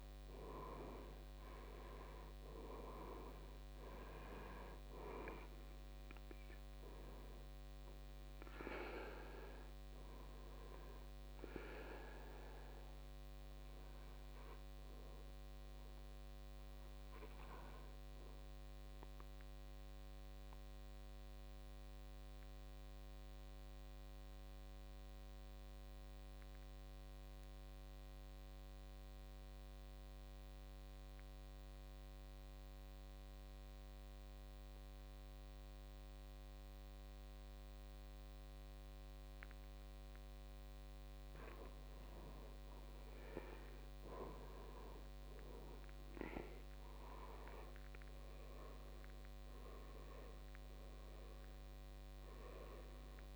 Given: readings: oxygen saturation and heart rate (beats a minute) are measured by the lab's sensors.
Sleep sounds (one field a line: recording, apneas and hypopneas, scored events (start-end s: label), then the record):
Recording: breathing in sleep by a microphone on the trachea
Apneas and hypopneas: 1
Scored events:
0.00-25.50 s: oxygen desaturation (device-marked, oxygen 74% lowest, heart rate 55 extreme)
20.50-41.00 s: obstructive apnea (oxygen 93% before, 76% lowest, heart rate 65 before, 54 extreme, up 14 after)
44.00-49.50 s: arousal
46.50-53.36 s: oxygen desaturation (device-marked, oxygen 98% before, 83% lowest, heart rate 59 before, 51 extreme)
From the record:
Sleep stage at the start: N2 (light sleep)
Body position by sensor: on the back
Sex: male